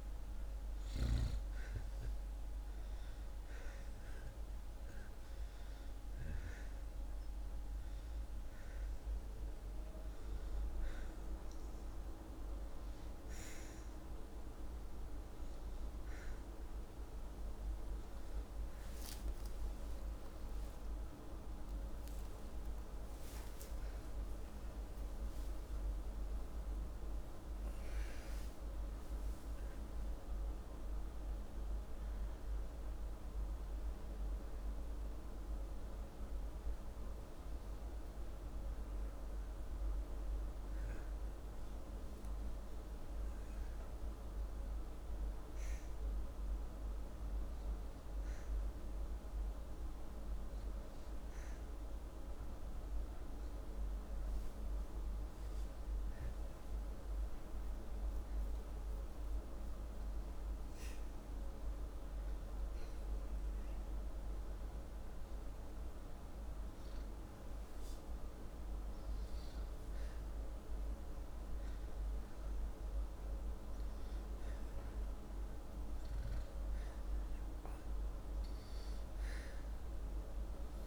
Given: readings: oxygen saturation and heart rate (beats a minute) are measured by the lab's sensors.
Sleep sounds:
breathing in sleep, hard to hear, by a room microphone; 1
7.00-21.00 s: oxygen desaturation (device-marked, oxygen 95% before, 92% lowest, heart rate 82 before, 81 extreme)
21.00-27.50 s: arousal
54.50-65.00 s: hypopnea (oxygen 97% before, 95% lowest, heart rate 80 before, 81 extreme, up 6 after)
67.00-70.50 s: arousal
From the record:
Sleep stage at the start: N2 (light sleep); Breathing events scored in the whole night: 122 in 5.9 hours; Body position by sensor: upright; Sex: male

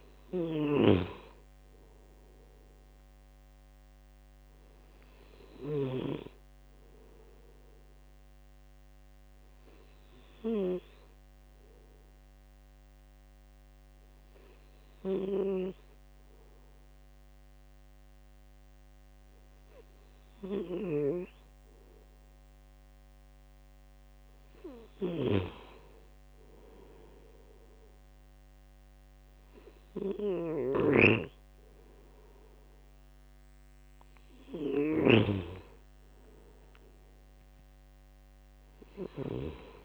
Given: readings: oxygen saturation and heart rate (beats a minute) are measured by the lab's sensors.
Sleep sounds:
breathing in sleep by a microphone on the trachea; 1
0.00-20.00 s: oxygen desaturation (device-marked, oxygen 92% lowest, heart rate 73 extreme)
8.50-24.50 s: obstructive apnea (oxygen 97% before, 92% lowest, heart rate 78 before, 73 extreme, up 3 after)
26.50-30.50 s: arousal
From the record:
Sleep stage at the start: N2 (light sleep); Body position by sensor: on the right side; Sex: male

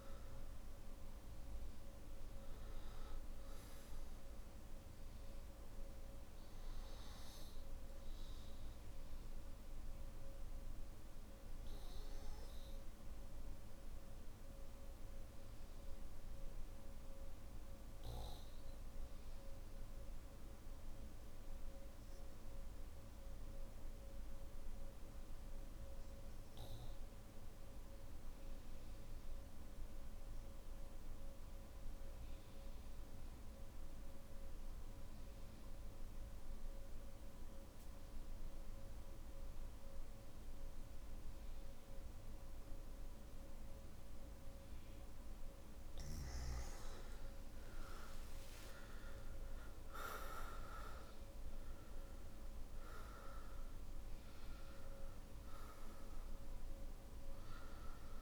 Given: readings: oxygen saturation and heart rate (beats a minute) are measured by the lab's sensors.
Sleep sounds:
breathing in sleep, hard to hear, by a room microphone; 1
9.50-45.00 s: obstructive apnea (oxygen 99% before, 92% lowest, heart rate 49 before, 43 extreme, up 15 after)
16.50-22.50 s: oxygen desaturation (device-marked, oxygen 96% before, 93% lowest, heart rate 48 before, 43 extreme)
40.50-49.50 s: oxygen desaturation (device-marked, oxygen 98% before, 94% lowest, heart rate 45 before, 44 extreme)
From the record:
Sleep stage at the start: N3 (deep sleep); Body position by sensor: on the back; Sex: male

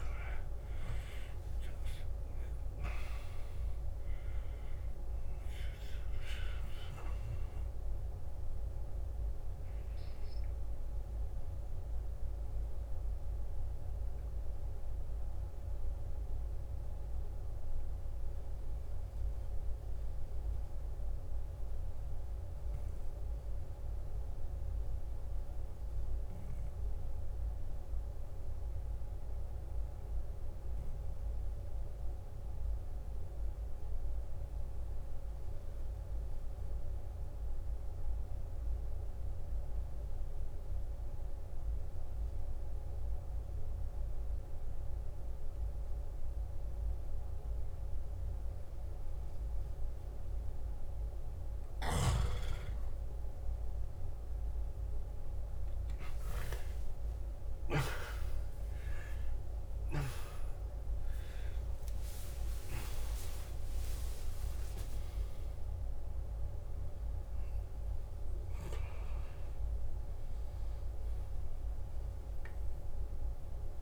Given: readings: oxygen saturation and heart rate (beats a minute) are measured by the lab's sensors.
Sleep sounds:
breathing in sleep by a room microphone; 1
0.00-25.50 s: oxygen desaturation (device-marked, oxygen 90% lowest, heart rate 52 extreme)
11.50-50.50 s: obstructive apnea (oxygen 97% before, 89% lowest, heart rate 64 before, 52 extreme, up 13 after)
41.50-73.82 s: oxygen desaturation (device-marked, oxygen 98% before, 89% lowest, heart rate 53 before, 53 extreme)
55.50-60.00 s: arousal
From the record:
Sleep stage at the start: N2 (light sleep); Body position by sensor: on the back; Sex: male

